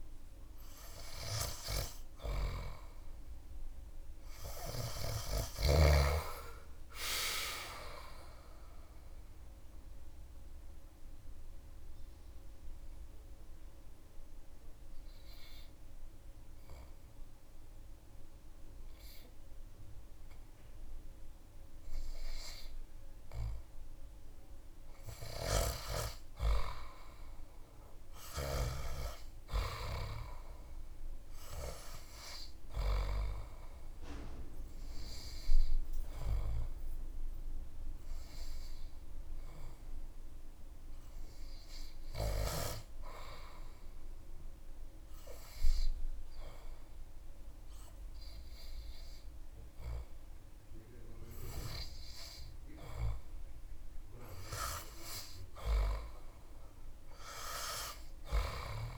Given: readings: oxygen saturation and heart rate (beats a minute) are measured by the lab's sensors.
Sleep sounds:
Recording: breathing in sleep by a room microphone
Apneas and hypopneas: 2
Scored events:
4.00-6.50 s: arousal
8.50-24.50 s: obstructive apnea (oxygen 98% before, 95% lowest)
27.00-30.00 s: arousal
33.50-52.00 s: hypopnea (oxygen 98% before, 95% lowest)
42.00-53.00 s: oxygen desaturation (device-marked, oxygen 99% before, 95% lowest)
56.50-58.98 s: arousal
From the record:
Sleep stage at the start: N3 (deep sleep)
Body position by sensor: on the back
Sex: male

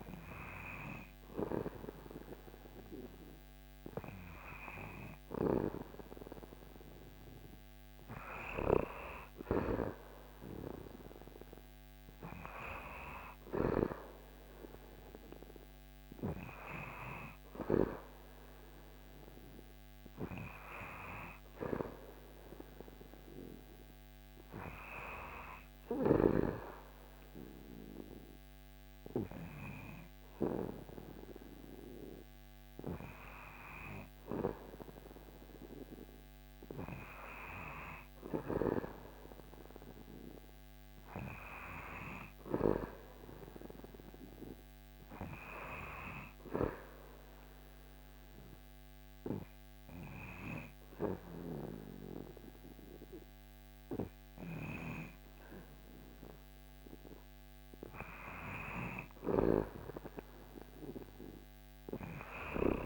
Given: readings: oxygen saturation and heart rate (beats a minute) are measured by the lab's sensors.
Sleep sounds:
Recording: breathing in sleep by a microphone on the trachea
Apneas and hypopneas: 1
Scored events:
47.00-57.50 s: hypopnea (oxygen 97% before, 95% lowest, heart rate 77 before, 76 extreme, up 3 after)
61.50-62.86 s: arousal
From the record:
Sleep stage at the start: N2 (light sleep)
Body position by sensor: on the back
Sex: male

